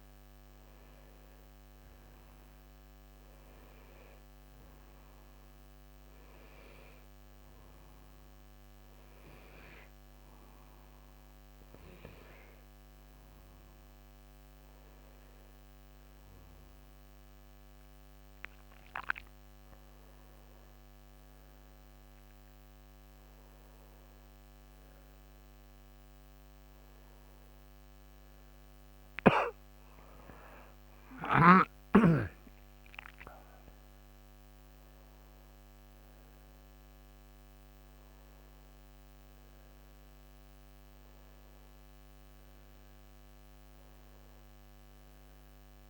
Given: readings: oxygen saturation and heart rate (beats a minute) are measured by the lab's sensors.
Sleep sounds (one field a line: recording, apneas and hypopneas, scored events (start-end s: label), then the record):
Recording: breathing in sleep by a microphone on the trachea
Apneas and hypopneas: none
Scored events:
29.50-33.50 s: arousal
From the record:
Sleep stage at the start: N1 (lightest sleep)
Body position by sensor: on the right side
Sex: male